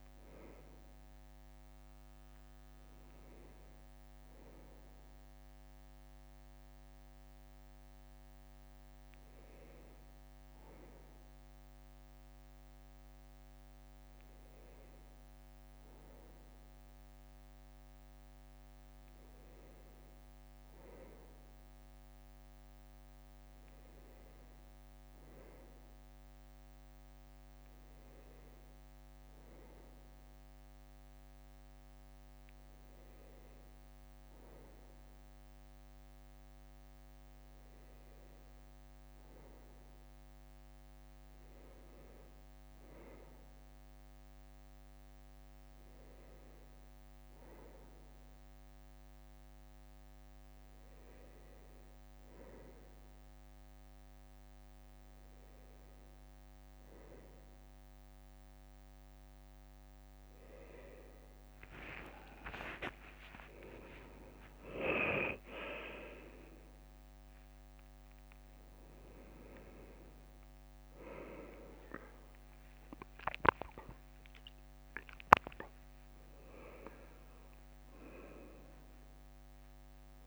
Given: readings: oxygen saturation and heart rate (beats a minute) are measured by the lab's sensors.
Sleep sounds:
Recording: a person awake in a sleep study, by a microphone on the trachea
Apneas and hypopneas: none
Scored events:
62.50-64.50 s: long interval between heartbeats (device-marked, heart rate 61 before, 69 extreme)
66.00-73.00 s: bradycardia (device-marked, heart rate 65 before, 55 extreme)
From the record:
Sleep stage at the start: awake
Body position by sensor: on the left side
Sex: male

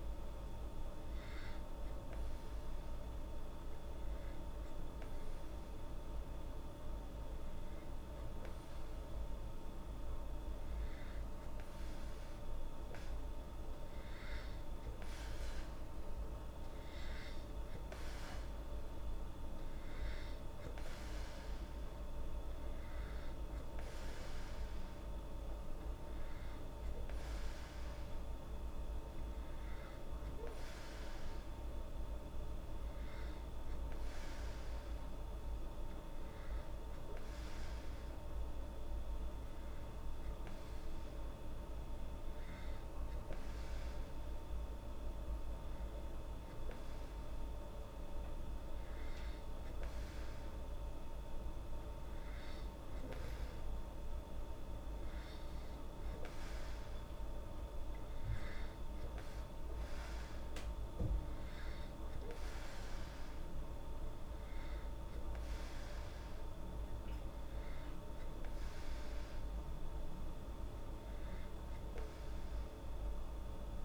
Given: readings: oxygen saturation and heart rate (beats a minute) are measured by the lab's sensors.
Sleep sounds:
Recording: breathing in sleep, hard to hear, by a room microphone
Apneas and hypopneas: none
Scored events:
none scored
From the record:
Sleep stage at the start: N2 (light sleep)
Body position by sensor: on the back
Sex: female

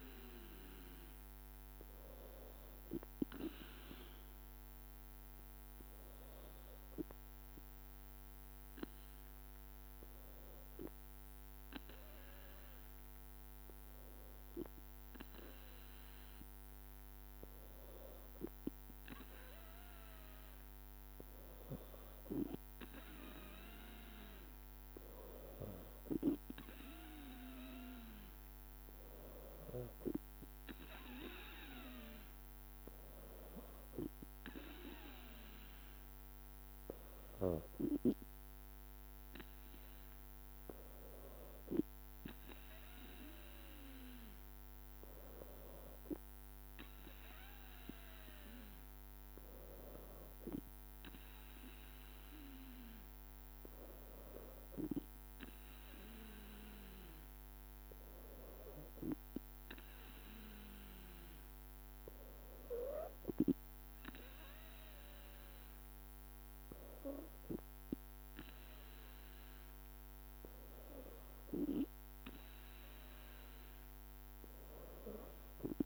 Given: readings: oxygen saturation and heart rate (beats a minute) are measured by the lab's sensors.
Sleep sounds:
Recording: breathing in sleep by a microphone on the trachea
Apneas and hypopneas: 1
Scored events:
5.00-16.00 s: hypopnea (oxygen 95% before, 93% lowest, heart rate 56 before, 55 extreme, up 1 after)
12.00-23.00 s: drop in pulse transit time (device-marked, heart rate 56 before, 56 extreme)
52.00-54.00 s: long interval between heartbeats (device-marked, heart rate 55 before, 58 extreme)
From the record:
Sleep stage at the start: N2 (light sleep)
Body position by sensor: on the back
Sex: female

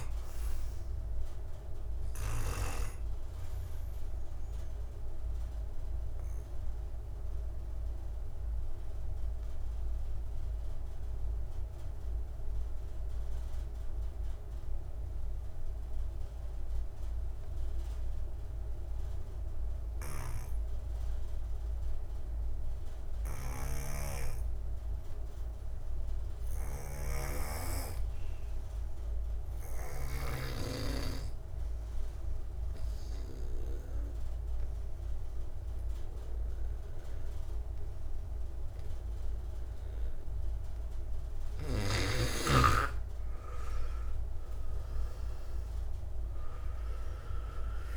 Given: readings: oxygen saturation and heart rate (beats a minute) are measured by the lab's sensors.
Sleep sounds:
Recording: breathing in sleep by a room microphone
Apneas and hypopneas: 1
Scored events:
0.00-21.50 s: oxygen desaturation (device-marked, oxygen 82% lowest)
4.00-41.00 s: mixed apnea (oxygen 98% before, 82% lowest)
23.50-47.97 s: oxygen desaturation (device-marked, oxygen 99% before, 86% lowest)
43.50-47.50 s: arousal
From the record:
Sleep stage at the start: N2 (light sleep)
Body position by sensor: on the back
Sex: male

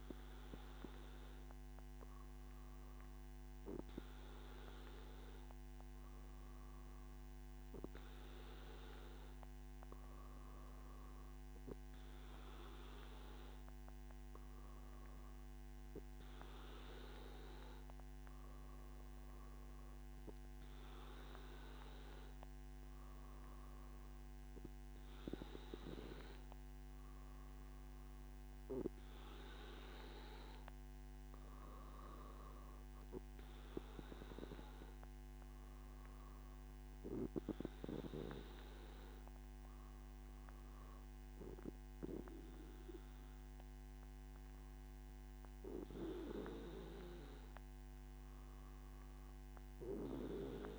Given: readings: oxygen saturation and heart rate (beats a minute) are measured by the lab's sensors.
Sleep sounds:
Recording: breathing in sleep by a microphone on the trachea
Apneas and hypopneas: none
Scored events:
none scored
From the record:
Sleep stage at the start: N2 (light sleep)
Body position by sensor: on the back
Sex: male

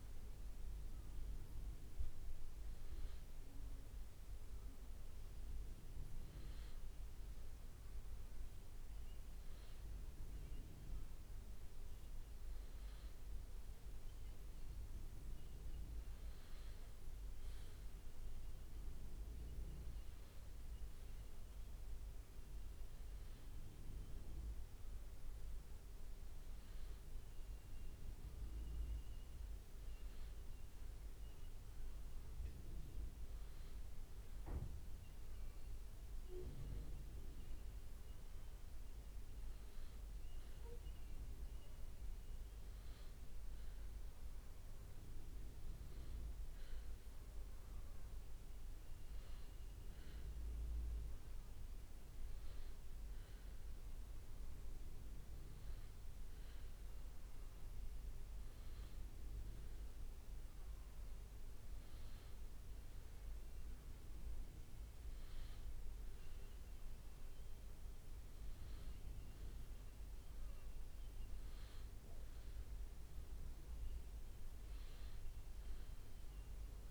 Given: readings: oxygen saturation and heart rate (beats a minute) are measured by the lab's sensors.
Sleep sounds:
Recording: breathing in sleep, hard to hear, by a room microphone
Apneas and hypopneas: none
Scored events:
none scored
From the record:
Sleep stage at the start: N1 (lightest sleep)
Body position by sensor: on the back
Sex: male

